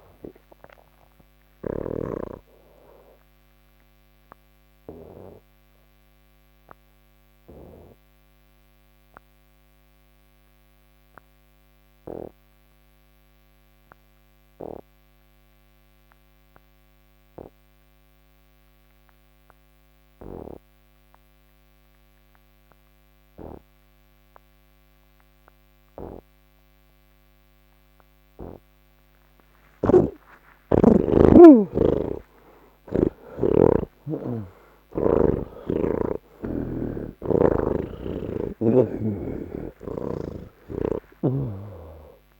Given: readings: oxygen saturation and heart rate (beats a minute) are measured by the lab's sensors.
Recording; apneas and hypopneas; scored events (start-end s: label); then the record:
breathing in sleep by a microphone on the trachea; none
0.00-1.50 s: snoring (device-marked)
31.50-35.00 s: snoring (device-marked)
From the record:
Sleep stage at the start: N1 (lightest sleep); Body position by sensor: on the back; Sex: male